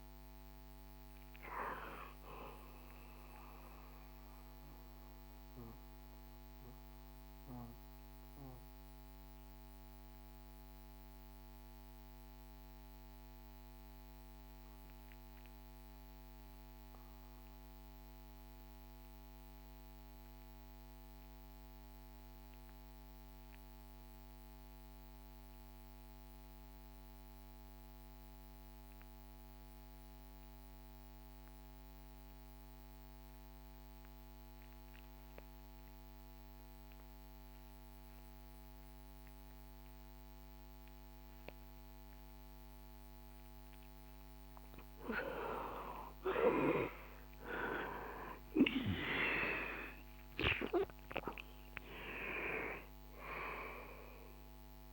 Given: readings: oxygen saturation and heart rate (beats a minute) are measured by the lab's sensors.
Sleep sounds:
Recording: breathing in sleep by a microphone on the trachea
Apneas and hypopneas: 1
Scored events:
0.00-20.00 s: oxygen desaturation (device-marked, oxygen 78% lowest, heart rate 59 extreme)
2.50-44.00 s: mixed apnea (oxygen 95% before, 78% lowest, heart rate 74 before, 59 extreme, up 19 after)
33.00-54.93 s: oxygen desaturation (device-marked, oxygen 99% before, 81% lowest, heart rate 62 before, 57 extreme)
45.50-49.50 s: arousal
From the record:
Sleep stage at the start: REM sleep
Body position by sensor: on the back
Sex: male

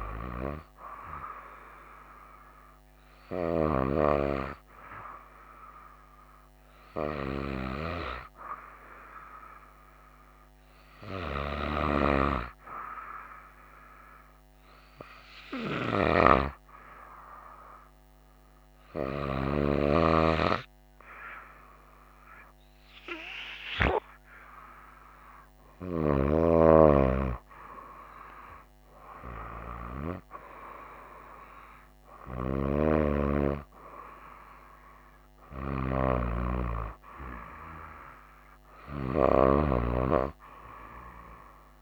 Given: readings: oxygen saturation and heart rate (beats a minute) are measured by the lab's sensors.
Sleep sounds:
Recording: breathing in sleep by a microphone on the trachea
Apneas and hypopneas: 1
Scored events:
6.00-23.00 s: hypopnea (oxygen 95% before, 94% lowest, heart rate 64 before, 64 extreme, up 1 after)
24.50-29.50 s: arousal
From the record:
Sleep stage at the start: REM sleep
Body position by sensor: on the right side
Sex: female

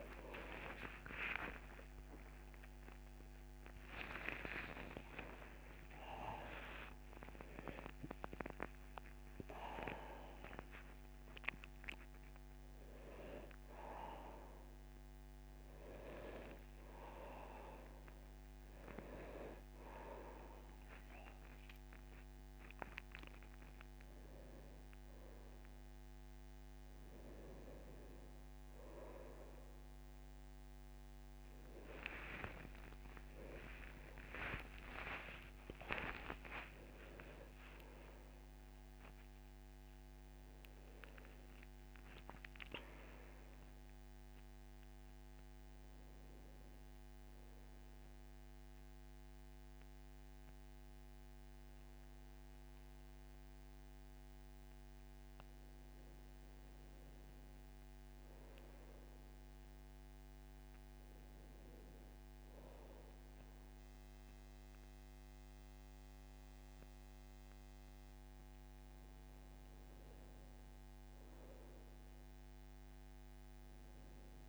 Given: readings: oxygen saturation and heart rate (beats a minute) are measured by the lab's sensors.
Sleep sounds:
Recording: a person partly awake in a sleep study, by a microphone on the trachea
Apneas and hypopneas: none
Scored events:
8.50-38.50 s: new sleep stage, awake
38.50-68.50 s: new sleep stage, N1 (lightest sleep)
66.50-72.50 s: oxygen desaturation (device-marked, oxygen 98% before, 95% lowest, heart rate 76 before, 70 extreme)
68.50-74.49 s: new sleep stage, awake
From the record:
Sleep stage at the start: N2 (light sleep)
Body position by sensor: on the back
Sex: male

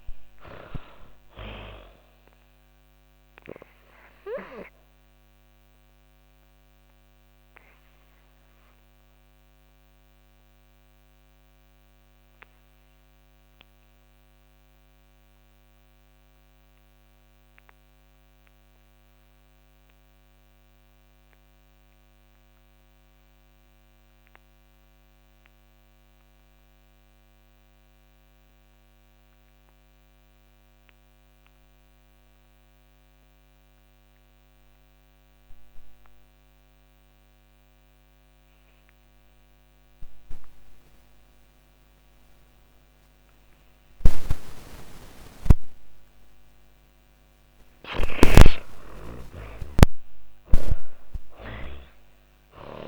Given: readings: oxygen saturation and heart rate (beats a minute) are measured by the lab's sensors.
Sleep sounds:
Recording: breathing in sleep by a microphone on the trachea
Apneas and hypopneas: 1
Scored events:
0.00-20.00 s: oxygen desaturation (device-marked, oxygen 55% lowest, heart rate 93 extreme)
2.50-45.50 s: obstructive apnea (oxygen 89% before, 55% lowest, heart rate 104 before, 83 extreme, up 15 after)
36.00-52.88 s: oxygen desaturation (device-marked, oxygen 98% before, 60% lowest, heart rate 121 before, 83 extreme)
46.50-50.50 s: snoring (device-marked)
47.50-52.00 s: arousal
From the record:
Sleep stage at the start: N2 (light sleep)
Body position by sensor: on the back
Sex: female

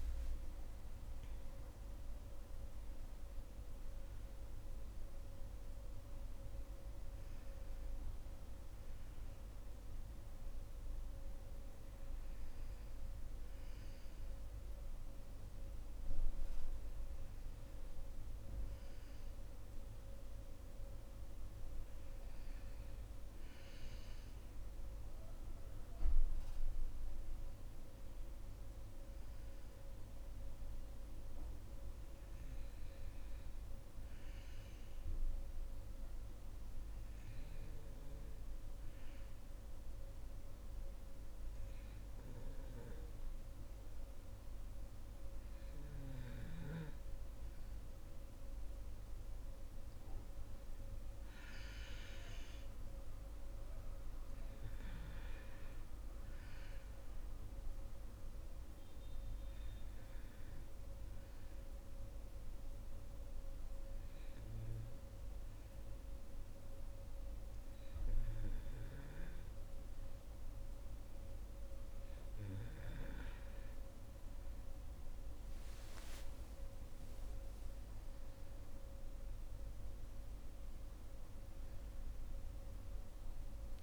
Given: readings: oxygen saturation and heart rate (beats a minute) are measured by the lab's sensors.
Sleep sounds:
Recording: breathing in sleep, hard to hear, by a room microphone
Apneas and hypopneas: 2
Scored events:
0.00-1.00 s: oxygen desaturation (device-marked, oxygen 89% lowest, heart rate 59 extreme)
0.00-3.00 s: arousal
34.50-48.00 s: hypopnea (oxygen 95% before, 88% lowest, heart rate 62 before, 61 extreme, up 3 after)
51.00-66.00 s: oxygen desaturation (device-marked, oxygen 92% before, 88% lowest, heart rate 63 before, 58 extreme)
51.50-55.50 s: arousal
59.50-72.00 s: hypopnea (oxygen 93% before, 88% lowest, heart rate 64 before, 58 extreme, up 6 after)
74.50-78.50 s: arousal
77.00-83.83 s: oxygen desaturation (device-marked, oxygen 95% before, 90% lowest, heart rate 66 before, 58 extreme)
From the record:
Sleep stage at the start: N2 (light sleep)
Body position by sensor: on the right side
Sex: female

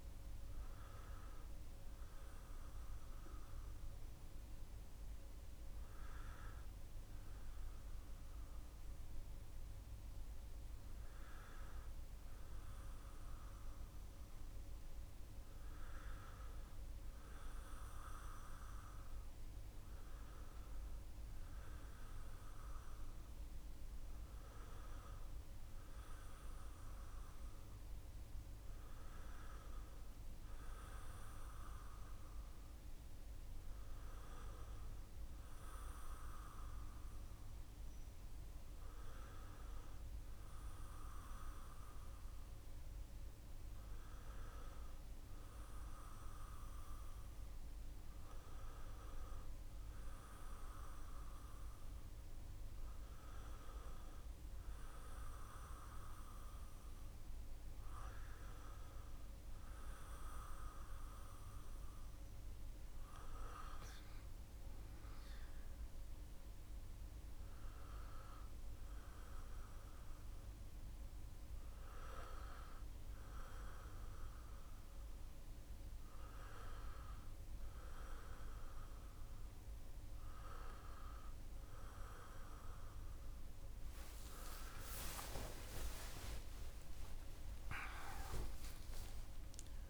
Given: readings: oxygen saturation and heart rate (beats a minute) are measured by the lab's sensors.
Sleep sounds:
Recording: breathing in sleep by a room microphone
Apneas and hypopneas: none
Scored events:
84.00-88.00 s: arousal
From the record:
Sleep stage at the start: N2 (light sleep)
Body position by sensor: on the back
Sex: male

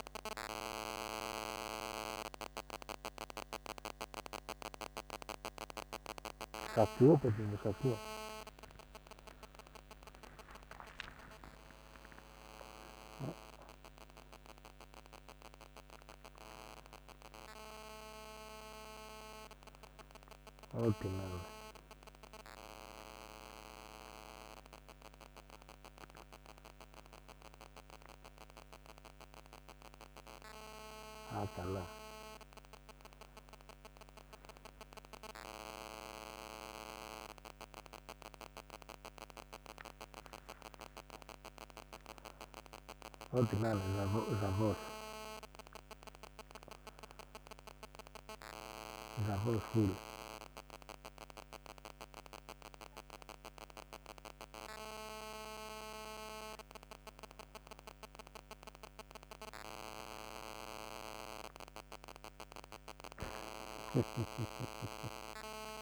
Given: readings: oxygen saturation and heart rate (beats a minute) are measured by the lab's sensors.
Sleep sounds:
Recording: a person awake in a sleep study, by a microphone on the trachea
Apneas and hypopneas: none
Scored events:
38.50-65.82 s: new sleep stage, N2 (light sleep)
From the record:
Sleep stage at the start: awake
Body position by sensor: on the back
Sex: male

